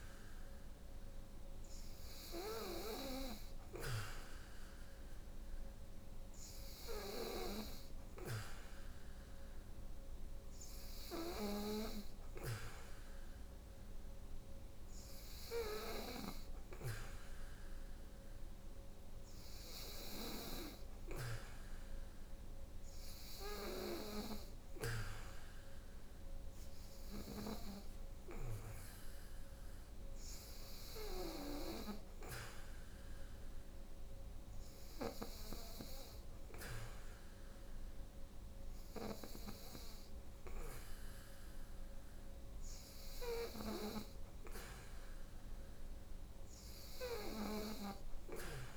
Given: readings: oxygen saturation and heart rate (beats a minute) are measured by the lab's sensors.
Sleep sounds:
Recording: breathing in sleep by a room microphone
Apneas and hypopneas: none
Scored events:
none scored
From the record:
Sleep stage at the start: N3 (deep sleep)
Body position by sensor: on the back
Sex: female

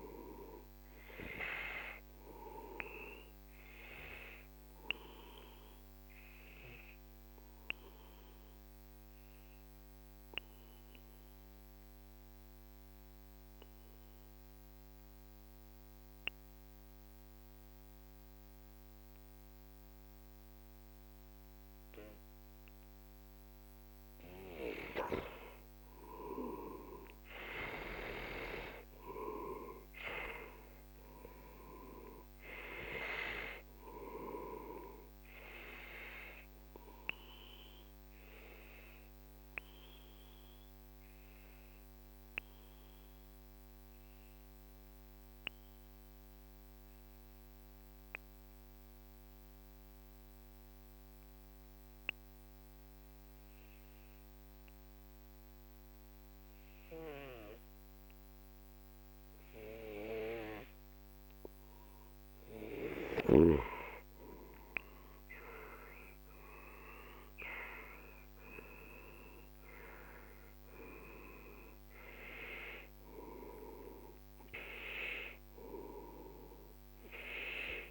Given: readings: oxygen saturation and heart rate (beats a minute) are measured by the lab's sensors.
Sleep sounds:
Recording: breathing in sleep by a microphone on the trachea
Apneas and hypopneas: 2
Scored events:
0.00-18.00 s: oxygen desaturation (device-marked, oxygen 92% lowest, heart rate 42 extreme)
4.50-24.00 s: obstructive apnea (oxygen 97% before, 90% lowest, heart rate 52 before, 39 extreme, up 11 after)
25.50-30.50 s: arousal
27.00-52.00 s: oxygen desaturation (device-marked, oxygen 97% before, 90% lowest, heart rate 47 before, 39 extreme)
36.50-61.00 s: obstructive apnea (heart rate 52 before, 39 extreme, up 13 after)
76.00-77.91 s: new sleep stage, awake
From the record:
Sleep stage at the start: N2 (light sleep)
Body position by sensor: on the back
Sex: male

